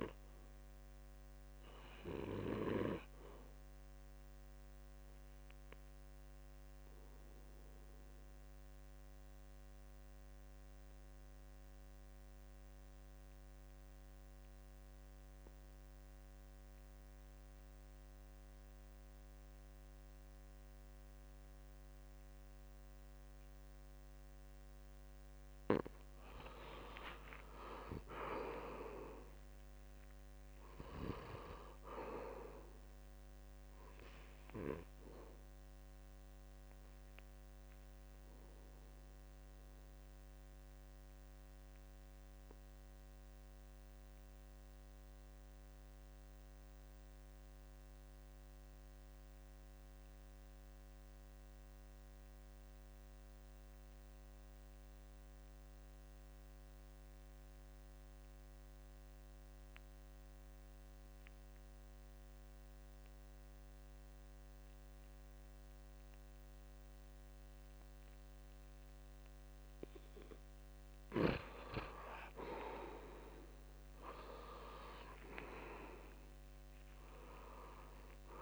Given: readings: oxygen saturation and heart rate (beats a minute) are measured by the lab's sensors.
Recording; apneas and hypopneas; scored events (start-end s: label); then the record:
breathing in sleep by a microphone on the trachea; 2
0.00-18.50 s: oxygen desaturation (device-marked, oxygen 79% lowest, heart rate 66 extreme)
5.00-25.00 s: obstructive apnea (oxygen 95% before, 79% lowest, heart rate 74 before, 65 extreme, up 6 after)
20.00-22.00 s: long interval between heartbeats (device-marked, heart rate 70 before, 67 extreme)
24.00-26.00 s: long interval between heartbeats (device-marked, heart rate 69 before, 73 extreme)
24.50-55.50 s: oxygen desaturation (device-marked, oxygen 96% before, 81% lowest, heart rate 69 before, 65 extreme)
28.00-31.50 s: arousal
39.50-70.00 s: obstructive apnea (oxygen 96% before, 78% lowest, heart rate 70 before, 65 extreme, up 10 after)
57.50-78.42 s: oxygen desaturation (device-marked, oxygen 97% before, 78% lowest, heart rate 66 before, 65 extreme)
67.00-69.00 s: long interval between heartbeats (device-marked, heart rate 67 before, 73 extreme)
71.50-75.00 s: arousal
From the record:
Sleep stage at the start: N2 (light sleep); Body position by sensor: on the back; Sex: male